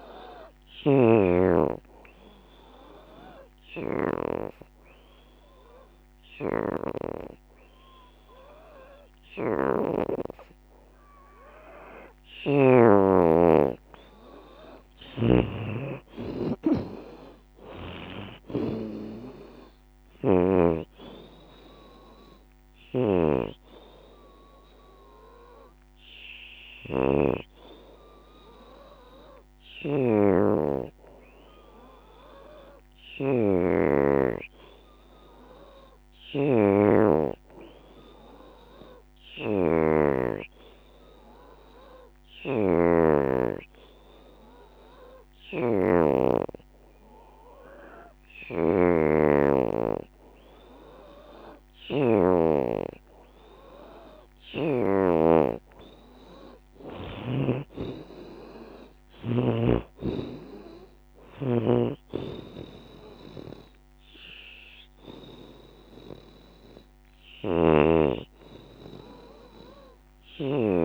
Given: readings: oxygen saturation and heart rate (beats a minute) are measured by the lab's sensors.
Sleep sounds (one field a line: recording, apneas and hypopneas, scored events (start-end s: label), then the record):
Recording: breathing in sleep by a microphone on the trachea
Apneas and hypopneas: 2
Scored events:
0.00-12.50 s: oxygen desaturation (device-marked, oxygen 88% lowest, heart rate 71 extreme)
1.50-12.50 s: hypopnea (oxygen 94% before, 84% lowest, heart rate 81 before, 71 extreme, up 18 after)
14.00-18.50 s: arousal
14.50-24.50 s: drop in pulse transit time (device-marked, heart rate 80 before, 79 extreme)
14.50-32.50 s: oxygen desaturation (device-marked, oxygen 89% before, 84% lowest, heart rate 80 before, 71 extreme)
33.50-53.50 s: hypopnea (oxygen 90% before, 83% lowest, heart rate 81 before, 74 extreme, up 19 after)
46.50-70.85 s: oxygen desaturation (device-marked, oxygen 91% before, 85% lowest, heart rate 78 before, 80 extreme)
54.50-67.50 s: drop in pulse transit time (device-marked, heart rate 79 before, 83 extreme)
55.00-58.50 s: arousal
From the record:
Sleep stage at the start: N2 (light sleep)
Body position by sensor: on the back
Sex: female